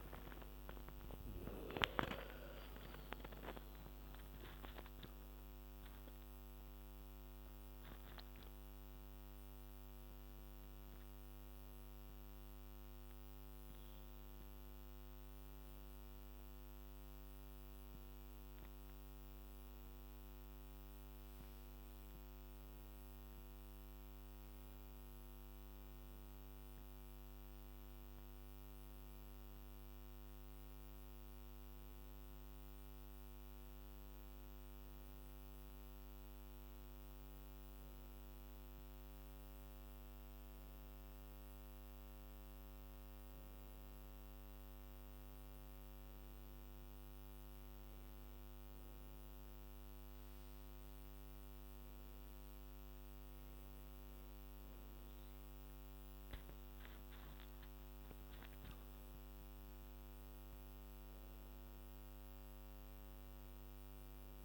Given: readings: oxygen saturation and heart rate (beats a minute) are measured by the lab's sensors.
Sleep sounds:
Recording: breathing in sleep, hard to hear, by a microphone on the trachea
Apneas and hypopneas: none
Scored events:
1.50-6.00 s: arousal
From the record:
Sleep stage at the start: N2 (light sleep)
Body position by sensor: on the back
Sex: female

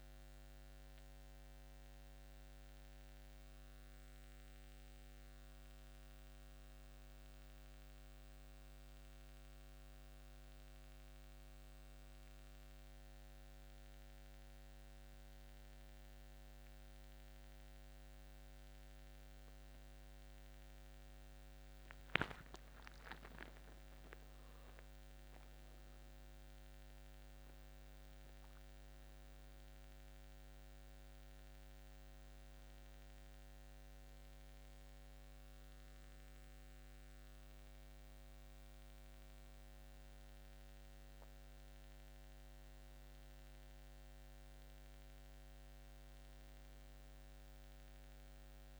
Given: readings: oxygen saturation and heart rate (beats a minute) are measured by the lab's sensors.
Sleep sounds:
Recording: breathing in sleep, hard to hear, by a microphone on the trachea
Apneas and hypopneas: none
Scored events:
22.00-26.00 s: arousal
From the record:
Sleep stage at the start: N1 (lightest sleep)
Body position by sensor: upright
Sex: male

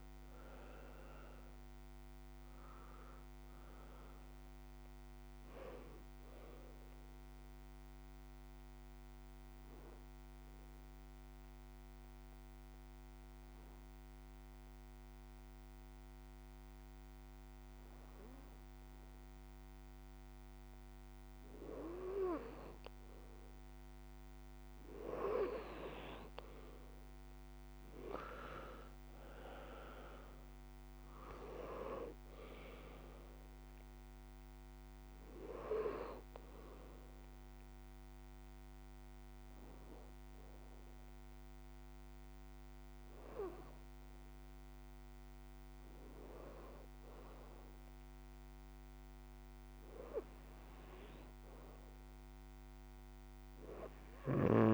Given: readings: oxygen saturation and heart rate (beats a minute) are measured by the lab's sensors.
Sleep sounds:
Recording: breathing in sleep by a microphone on the trachea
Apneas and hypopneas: 2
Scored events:
0.00-11.00 s: oxygen desaturation (device-marked, oxygen 89% lowest)
9.00-20.50 s: obstructive apnea (oxygen 94% before, 89% lowest)
25.00-29.50 s: arousal
30.00-37.00 s: oxygen desaturation (device-marked, oxygen 96% before, 89% lowest)
37.50-50.50 s: hypopnea (oxygen 96% before, 89% lowest)
From the record:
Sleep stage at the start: N2 (light sleep)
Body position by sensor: on the back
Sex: male

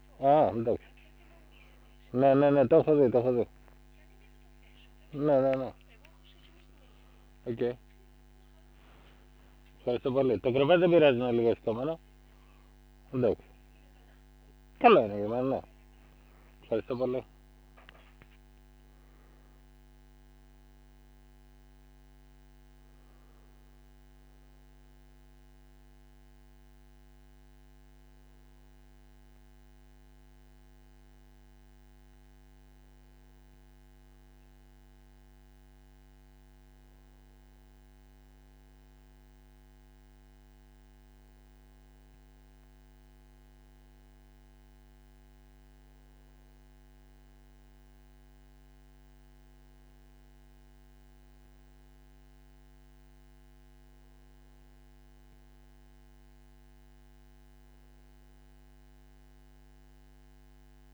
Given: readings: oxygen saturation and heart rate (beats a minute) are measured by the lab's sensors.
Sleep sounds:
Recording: a person partly awake in a sleep study, by a microphone on the trachea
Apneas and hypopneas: none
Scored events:
15.50-60.94 s: new sleep stage, N1 (lightest sleep)
From the record:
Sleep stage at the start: awake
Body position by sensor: on the back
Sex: male

